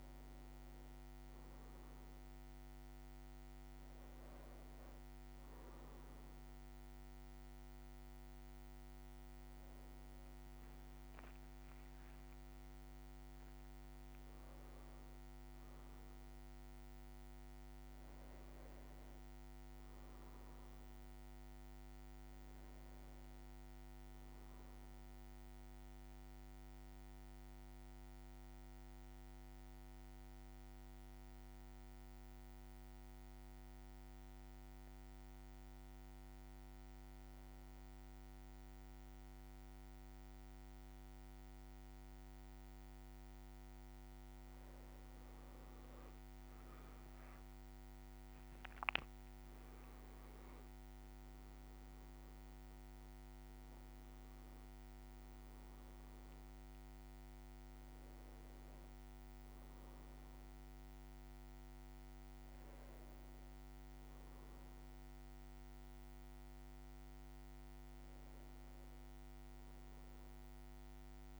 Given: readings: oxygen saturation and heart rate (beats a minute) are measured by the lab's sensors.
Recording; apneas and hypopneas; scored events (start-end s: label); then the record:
breathing in sleep, hard to hear, by a microphone on the trachea; 1
19.00-22.50 s: arousal
25.00-44.50 s: mixed apnea (oxygen 98% before, 94% lowest, heart rate 58 before, 55 extreme, up 8 after)
44.00-47.00 s: leg movement (device-marked)
46.50-50.50 s: arousal
48.50-71.40 s: oxygen desaturation (device-marked, oxygen 98% before, 94% lowest, heart rate 56 before, 55 extreme)
From the record:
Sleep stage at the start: N1 (lightest sleep); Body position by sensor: on the back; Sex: male